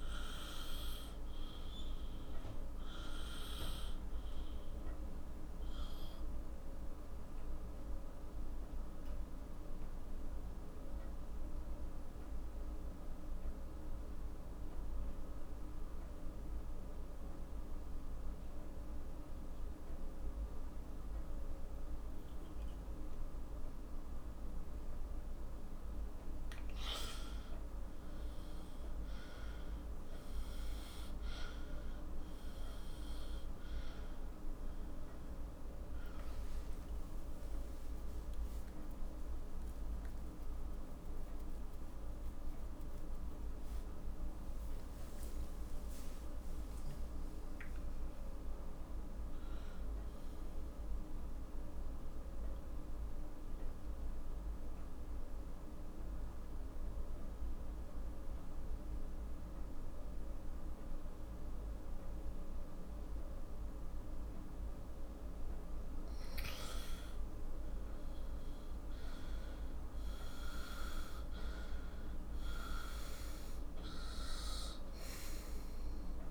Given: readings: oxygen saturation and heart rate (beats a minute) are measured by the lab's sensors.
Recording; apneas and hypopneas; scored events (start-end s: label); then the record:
breathing in sleep, hard to hear, by a room microphone; 2
0.00-14.00 s: oxygen desaturation (device-marked, oxygen 91% lowest, heart rate 42 extreme)
1.50-25.00 s: obstructive apnea (oxygen 97% before, 90% lowest)
28.00-55.00 s: oxygen desaturation (device-marked, oxygen 97% before, 90% lowest)
36.50-42.00 s: arousal
52.50-65.50 s: obstructive apnea (oxygen 97% before, 90% lowest, heart rate 52 before, 43 extreme, up 16 after)
67.50-71.00 s: arousal
71.00-76.31 s: oxygen desaturation (device-marked, oxygen 98% before, 92% lowest, heart rate 50 before, 43 extreme)
From the record:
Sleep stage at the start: N2 (light sleep); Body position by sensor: on the right side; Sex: male